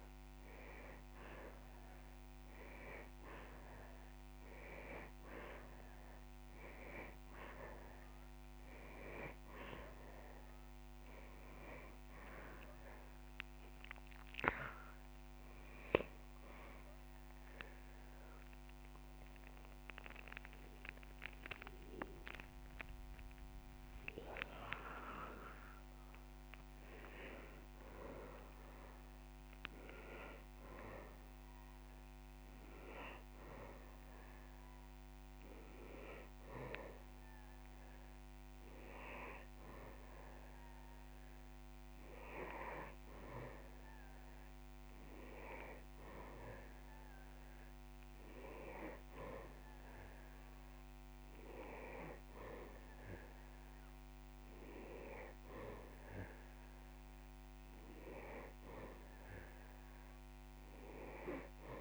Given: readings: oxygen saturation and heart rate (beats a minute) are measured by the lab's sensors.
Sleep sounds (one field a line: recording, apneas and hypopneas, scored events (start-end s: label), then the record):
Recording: breathing in sleep by a microphone on the trachea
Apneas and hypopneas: none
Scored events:
none scored
From the record:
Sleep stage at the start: N2 (light sleep)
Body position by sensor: on the back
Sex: male